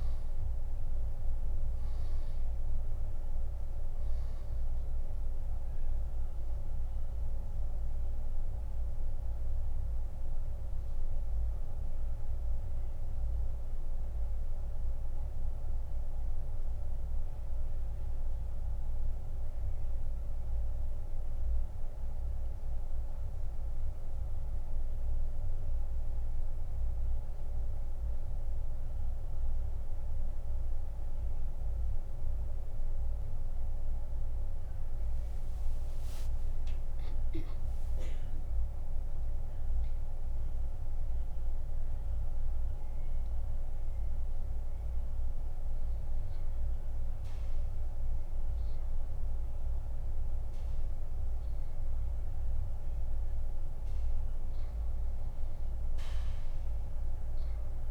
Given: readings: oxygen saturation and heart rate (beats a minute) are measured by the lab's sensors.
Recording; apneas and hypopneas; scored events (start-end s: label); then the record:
breathing in sleep, hard to hear, by a room microphone; 1
12.50-34.00 s: central apnea (oxygen 98% before, 85% lowest, heart rate 90 before, 71 extreme, up 17 after)
20.50-42.50 s: oxygen desaturation (device-marked, oxygen 94% before, 85% lowest, heart rate 83 before, 71 extreme)
36.00-40.50 s: arousal
From the record:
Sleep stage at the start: N2 (light sleep); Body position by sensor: on the back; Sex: male